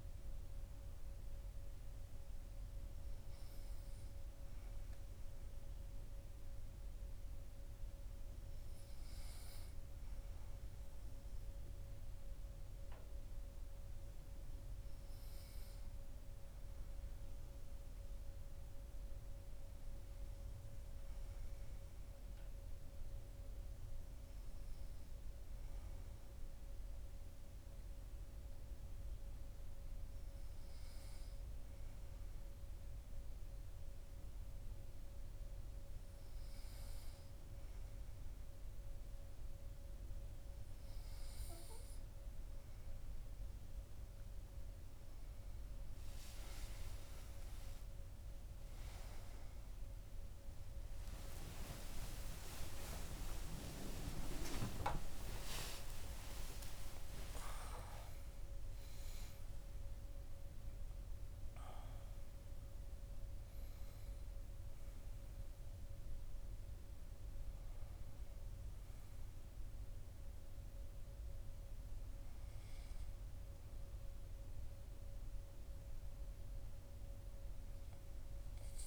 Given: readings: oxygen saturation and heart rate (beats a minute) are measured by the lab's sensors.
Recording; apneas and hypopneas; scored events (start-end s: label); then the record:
breathing in sleep by a room microphone; none
45.50-51.50 s: arousal
From the record:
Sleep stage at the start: N2 (light sleep); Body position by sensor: on the right side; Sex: male